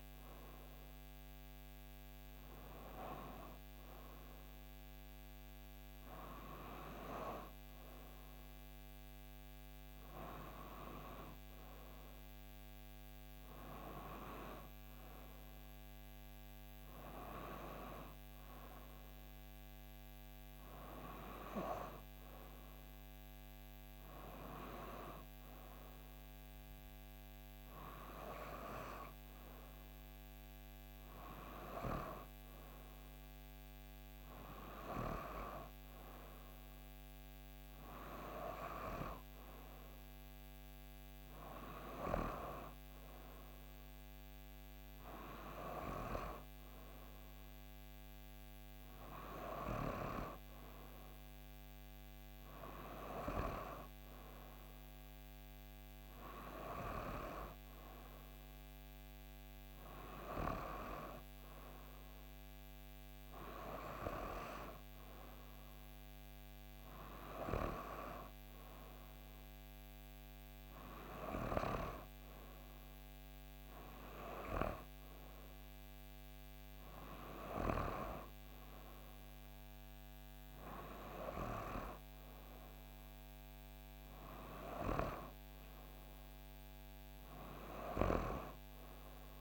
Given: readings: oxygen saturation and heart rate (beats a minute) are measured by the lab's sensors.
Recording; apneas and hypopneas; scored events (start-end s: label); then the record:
breathing in sleep by a microphone on the trachea; none
none scored
From the record:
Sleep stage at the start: N2 (light sleep); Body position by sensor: on the back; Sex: female